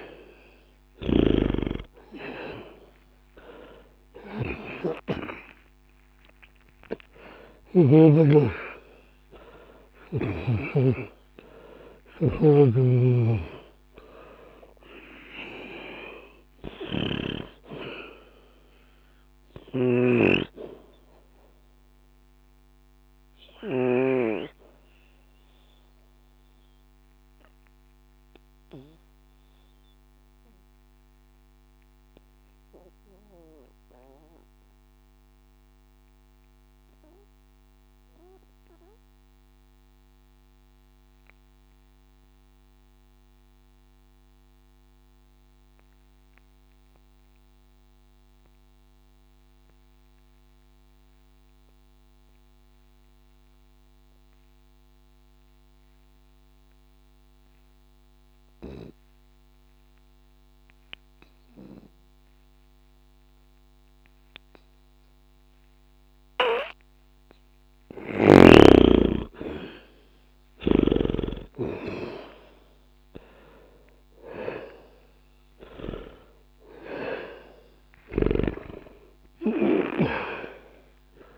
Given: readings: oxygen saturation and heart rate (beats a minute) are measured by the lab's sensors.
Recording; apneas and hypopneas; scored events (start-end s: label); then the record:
breathing in sleep by a microphone on the trachea; 1
0.00-2.00 s: arousal
0.00-41.50 s: oxygen desaturation (device-marked, oxygen 75% lowest, heart rate 60 extreme)
22.50-69.00 s: obstructive apnea (oxygen 94% before, 73% lowest, heart rate 60 before, 60 extreme, up 0 after)
56.50-81.38 s: oxygen desaturation (device-marked, oxygen 99% before, 73% lowest, heart rate 60 before, 60 extreme)
71.00-76.00 s: arousal
From the record:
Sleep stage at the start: N2 (light sleep); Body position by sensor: on the back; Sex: male